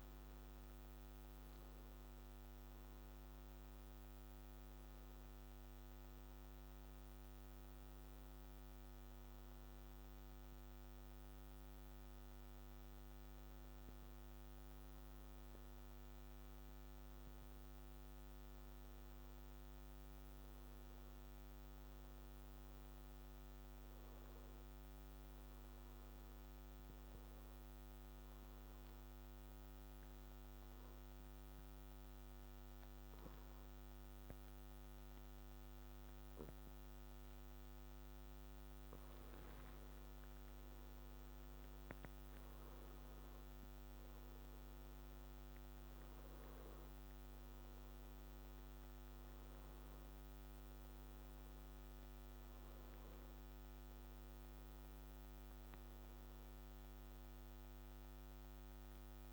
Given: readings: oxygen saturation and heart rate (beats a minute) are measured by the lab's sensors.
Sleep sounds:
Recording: breathing in sleep, hard to hear, by a microphone on the trachea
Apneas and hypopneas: 1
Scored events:
27.50-37.50 s: obstructive apnea (oxygen 98% before, 91% lowest, heart rate 69 before, 64 extreme, up 3 after)
39.50-43.00 s: arousal
46.00-59.33 s: oxygen desaturation (device-marked, oxygen 95% before, 91% lowest, heart rate 67 before, 63 extreme)
From the record:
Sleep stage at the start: N2 (light sleep)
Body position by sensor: on the back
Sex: male

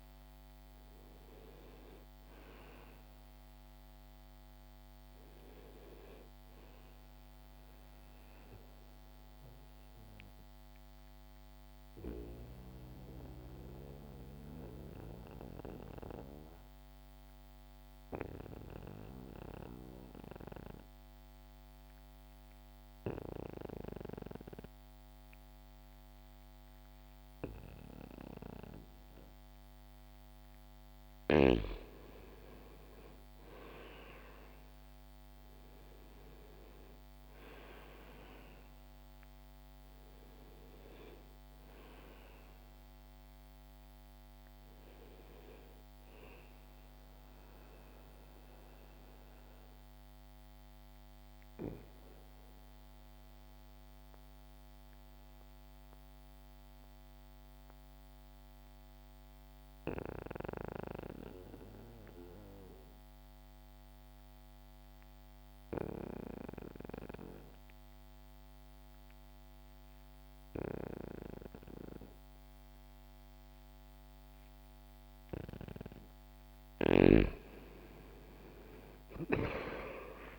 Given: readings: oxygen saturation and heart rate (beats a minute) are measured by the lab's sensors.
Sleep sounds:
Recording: breathing in sleep by a microphone on the trachea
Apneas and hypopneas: 2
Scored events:
0.00-21.00 s: oxygen desaturation (device-marked, oxygen 88% lowest, heart rate 62 extreme)
8.00-30.50 s: obstructive apnea (oxygen 97% before, 84% lowest, heart rate 68 before, 62 extreme, up 3 after)
31.50-35.50 s: arousal
34.00-64.00 s: oxygen desaturation (device-marked, oxygen 98% before, 87% lowest, heart rate 67 before, 61 extreme)
46.50-76.00 s: obstructive apnea (oxygen 98% before, 84% lowest, heart rate 65 before, 61 extreme, up 18 after)
76.00-80.39 s: new sleep stage, N1 (lightest sleep)
78.00-80.39 s: oxygen desaturation (device-marked, oxygen 98% before, 84% lowest, heart rate 64 before, 29 extreme)
79.00-80.39 s: arousal
From the record:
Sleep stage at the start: N2 (light sleep)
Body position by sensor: on the back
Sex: male

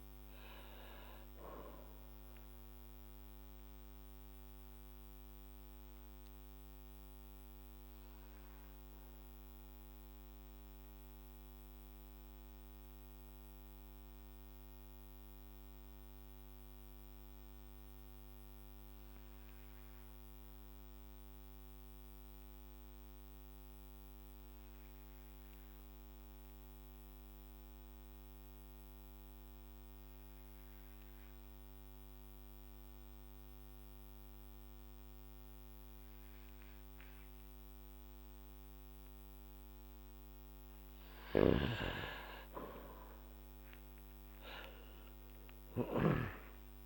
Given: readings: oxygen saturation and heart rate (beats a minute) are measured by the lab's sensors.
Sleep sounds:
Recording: breathing in sleep by a microphone on the trachea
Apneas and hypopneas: 1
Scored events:
4.00-39.50 s: mixed apnea (oxygen 100% before, 94% lowest, heart rate 57 before, 47 extreme, up 10 after)
23.50-34.50 s: oxygen desaturation (device-marked, oxygen 98% before, 95% lowest, heart rate 51 before, 49 extreme)
41.00-46.00 s: snoring (device-marked)
43.50-46.86 s: arousal
From the record:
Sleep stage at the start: N2 (light sleep)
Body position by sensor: on the back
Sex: male

